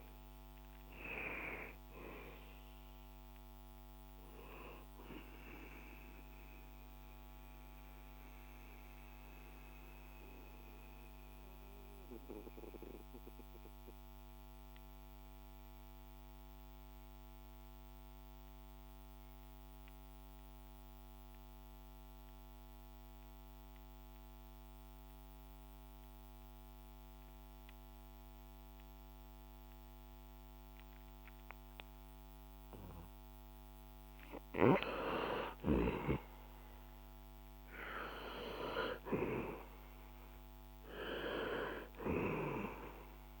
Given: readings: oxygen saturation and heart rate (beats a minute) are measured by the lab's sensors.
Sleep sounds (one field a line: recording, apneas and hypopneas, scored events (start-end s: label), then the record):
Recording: breathing in sleep by a microphone on the trachea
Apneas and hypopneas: 1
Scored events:
0.00-21.00 s: oxygen desaturation (device-marked, oxygen 88% lowest, heart rate 61 extreme)
7.00-34.50 s: mixed apnea (oxygen 97% before, 88% lowest, heart rate 75 before, 60 extreme, up 3 after)
35.00-43.40 s: oxygen desaturation (device-marked, oxygen 99% before, 91% lowest, heart rate 64 before, 60 extreme)
35.50-40.00 s: arousal
From the record:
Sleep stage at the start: N2 (light sleep)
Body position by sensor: on the back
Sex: male